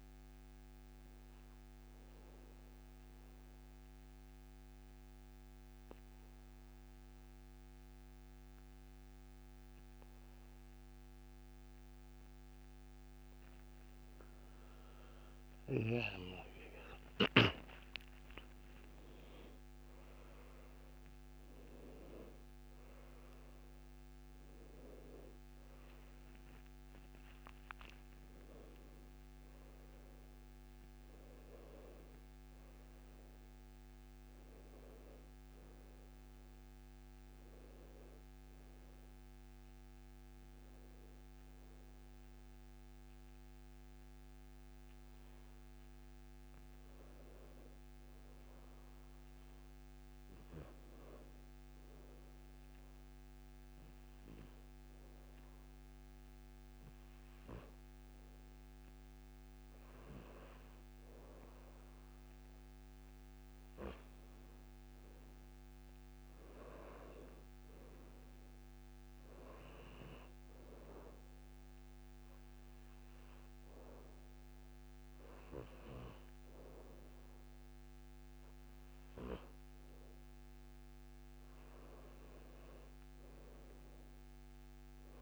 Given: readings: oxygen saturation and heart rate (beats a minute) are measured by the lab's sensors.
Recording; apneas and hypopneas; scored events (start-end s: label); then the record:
breathing in sleep by a microphone on the trachea; 2
1.00-13.00 s: obstructive apnea (oxygen 98% before, 88% lowest, heart rate 72 before, 62 extreme, up 11 after)
12.00-32.00 s: oxygen desaturation (device-marked, oxygen 96% before, 88% lowest, heart rate 70 before, 68 extreme)
16.00-19.50 s: arousal
34.50-37.50 s: arousal
40.00-62.00 s: hypopnea (oxygen 98% before, 87% lowest, heart rate 77 before, 67 extreme, up 2 after)
55.00-83.00 s: oxygen desaturation (device-marked, oxygen 97% before, 92% lowest, heart rate 71 before, 67 extreme)
65.50-68.50 s: arousal
From the record:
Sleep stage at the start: N2 (light sleep); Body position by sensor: on the back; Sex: male